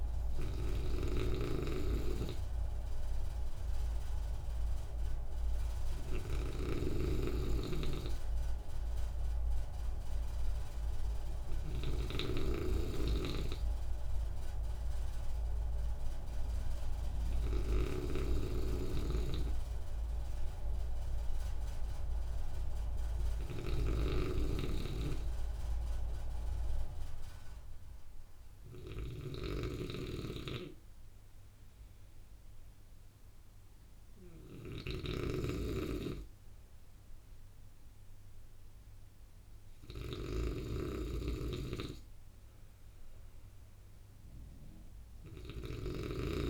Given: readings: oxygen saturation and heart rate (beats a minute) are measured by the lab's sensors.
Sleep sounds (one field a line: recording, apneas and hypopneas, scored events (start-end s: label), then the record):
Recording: breathing in sleep by a room microphone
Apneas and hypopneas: none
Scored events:
0.50-46.50 s: snoring (device-marked)
From the record:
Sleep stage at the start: N2 (light sleep)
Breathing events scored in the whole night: 270 in 4.0 hours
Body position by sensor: on the right side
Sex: male